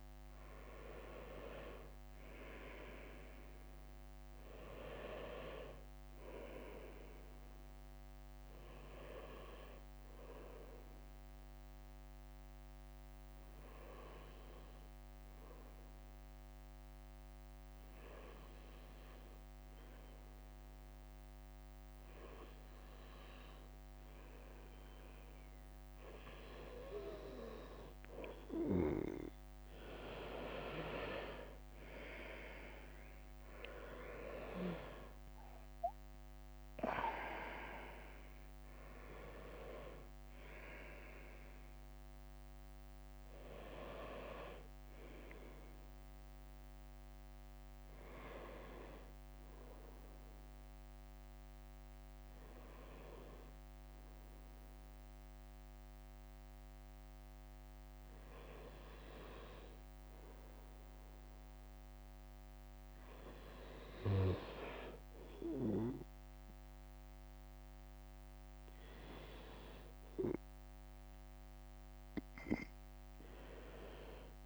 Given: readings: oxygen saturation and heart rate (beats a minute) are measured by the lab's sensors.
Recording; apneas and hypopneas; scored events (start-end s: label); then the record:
breathing in sleep by a microphone on the trachea; 2
0.00-22.50 s: oxygen desaturation (device-marked, oxygen 92% lowest, heart rate 55 extreme)
1.50-6.00 s: leg movement (device-marked)
9.00-26.50 s: hypopnea (oxygen 96% before, 91% lowest, heart rate 63 before, 55 extreme, up 8 after)
9.50-28.50 s: bradycardia (device-marked, heart rate 67 before, 55 extreme)
32.00-37.00 s: arousal
32.50-46.50 s: drop in pulse transit time (device-marked, heart rate 57 before, 61 extreme)
33.00-36.50 s: leg movement (device-marked)
33.50-59.50 s: oxygen desaturation (device-marked, oxygen 97% before, 91% lowest, heart rate 58 before, 54 extreme)
37.50-39.50 s: leg movement (device-marked)
47.00-62.00 s: hypopnea (oxygen 97% before, 91% lowest, heart rate 63 before, 54 extreme, up 4 after)
47.50-72.50 s: bradycardia (device-marked, heart rate 66 before, 54 extreme)
65.50-68.00 s: leg movement (device-marked)
66.00-69.50 s: arousal
66.50 s: drop in pulse transit time (device-marked)
71.50-74.46 s: oxygen desaturation (device-marked, oxygen 98% before, 93% lowest, heart rate 56 before, 56 extreme)
From the record:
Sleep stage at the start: N2 (light sleep); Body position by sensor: on the right side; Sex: male